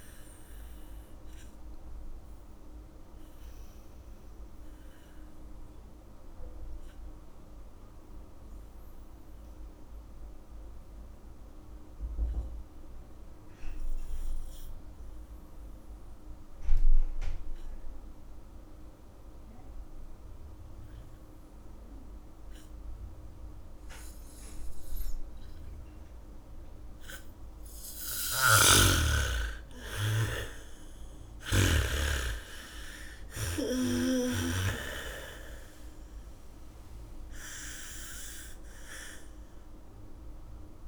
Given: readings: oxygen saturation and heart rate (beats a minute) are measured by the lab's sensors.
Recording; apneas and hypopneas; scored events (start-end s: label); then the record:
breathing in sleep by a room microphone; 1
0.00-19.50 s: oxygen desaturation (device-marked, oxygen 83% lowest, heart rate 48 extreme)
7.50-28.50 s: obstructive apnea (oxygen 99% before, 79% lowest, heart rate 69 before, 48 extreme, up 3 after)
19.50-34.50 s: bradycardia (device-marked, heart rate 71 before, 51 extreme)
28.50-32.50 s: snoring (device-marked)
29.50-40.88 s: oxygen desaturation (device-marked, oxygen 96% before, 79% lowest, heart rate 69 before, 55 extreme)
30.00-34.50 s: arousal
From the record:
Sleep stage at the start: N2 (light sleep); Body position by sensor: on the back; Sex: female